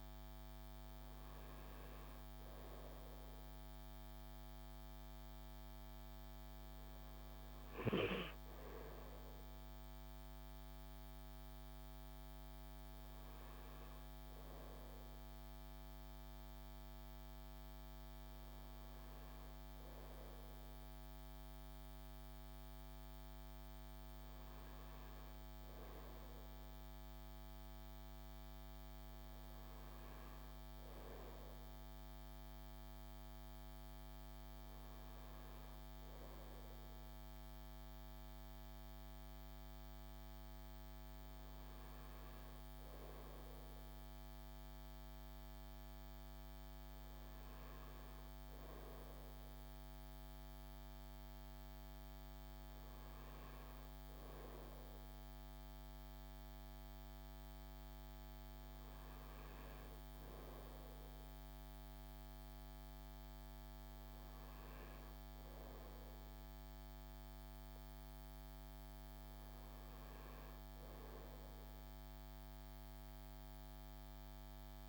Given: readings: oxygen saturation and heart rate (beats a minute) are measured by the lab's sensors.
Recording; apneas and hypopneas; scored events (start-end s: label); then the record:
breathing in sleep, hard to hear, by a microphone on the trachea; none
none scored
From the record:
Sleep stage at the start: N2 (light sleep); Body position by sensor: on the front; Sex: male